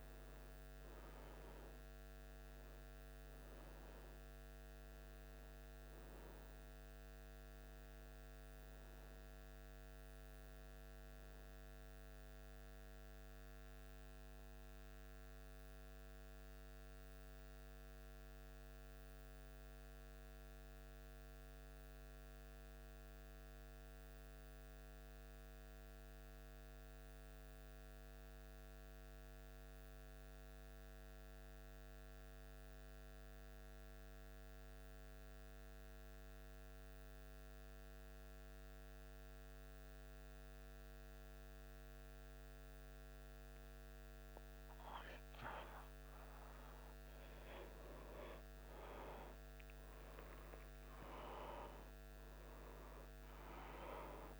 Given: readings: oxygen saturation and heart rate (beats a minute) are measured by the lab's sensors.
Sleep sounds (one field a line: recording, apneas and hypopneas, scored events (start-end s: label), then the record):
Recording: breathing in sleep by a microphone on the trachea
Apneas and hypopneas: 1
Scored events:
0.00-23.00 s: oxygen desaturation (device-marked, oxygen 92% lowest, heart rate 76 extreme)
11.50-45.00 s: mixed apnea (oxygen 97% before, 92% lowest, heart rate 77 before, 76 extreme, up 1 after)
47.50-52.50 s: arousal
From the record:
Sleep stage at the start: N2 (light sleep)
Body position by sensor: on the back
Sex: male